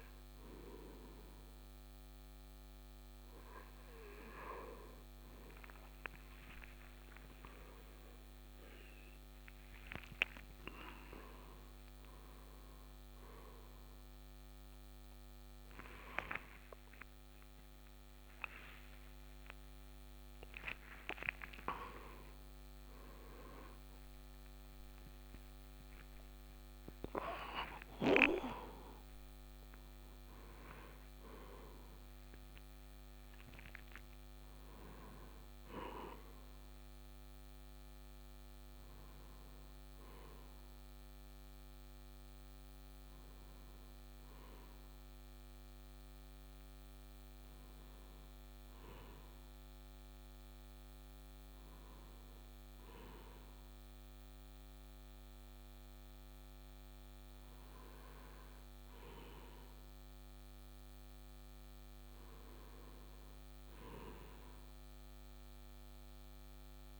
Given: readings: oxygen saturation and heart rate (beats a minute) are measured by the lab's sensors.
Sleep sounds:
a person partly awake in a sleep study, by a microphone on the trachea; none
6.00-36.00 s: new sleep stage, awake
36.00-67.00 s: new sleep stage, N2 (light sleep)
From the record:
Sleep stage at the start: N2 (light sleep); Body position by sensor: on the right side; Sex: male

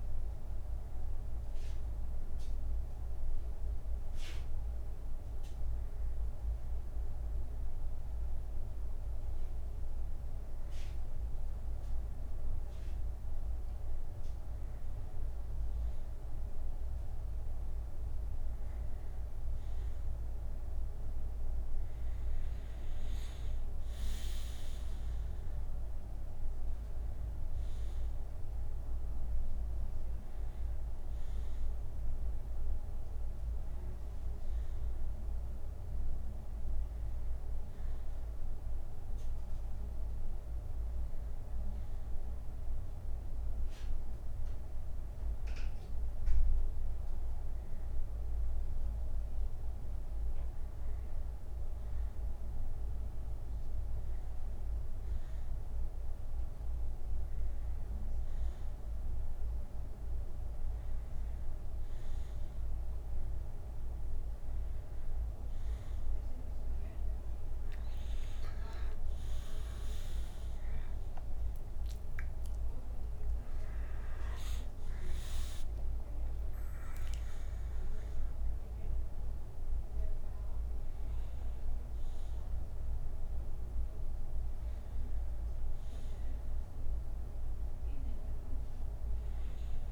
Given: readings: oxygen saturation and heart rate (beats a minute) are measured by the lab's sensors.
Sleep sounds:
breathing in sleep, hard to hear, by a room microphone; 2
1.50-13.50 s: obstructive apnea (oxygen 92% before, 90% lowest, heart rate 76 before, 64 extreme, up 11 after)
18.50-22.00 s: arousal
40.50-51.00 s: obstructive apnea (oxygen 95% before, 91% lowest, heart rate 74 before, 57 extreme, up 8 after)
54.50-58.50 s: arousal
From the record:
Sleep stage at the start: N2 (light sleep); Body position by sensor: on the back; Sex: male

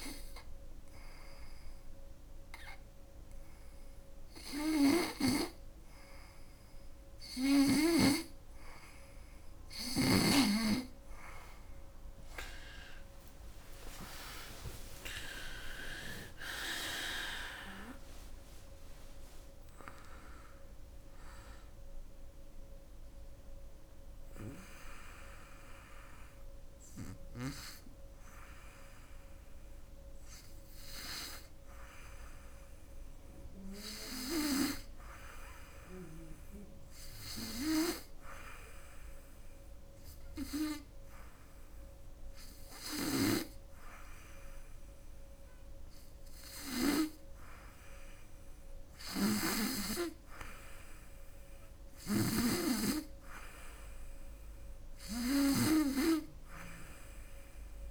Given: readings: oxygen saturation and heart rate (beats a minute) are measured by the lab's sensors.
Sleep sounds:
breathing in sleep by a room microphone; none
11.00-15.50 s: arousal
42.50-57.91 s: snoring (device-marked)
From the record:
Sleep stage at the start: N2 (light sleep); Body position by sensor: on the right side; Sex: female

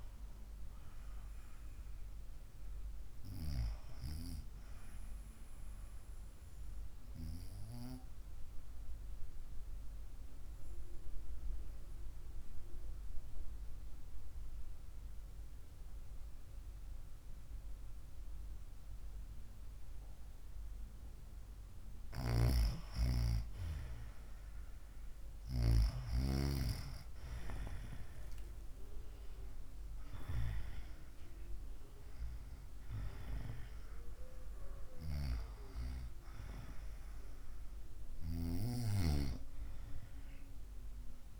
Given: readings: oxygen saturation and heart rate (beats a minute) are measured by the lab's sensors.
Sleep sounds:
breathing in sleep by a room microphone; 1
9.50-22.00 s: obstructive apnea (oxygen 97% before, 93% lowest, heart rate 65 before, 55 extreme, up 3 after)
25.00-29.00 s: arousal
25.00-41.40 s: oxygen desaturation (device-marked, oxygen 97% before, 93% lowest, heart rate 60 before, 56 extreme)
From the record:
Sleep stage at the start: N2 (light sleep); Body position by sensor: on the right side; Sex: female

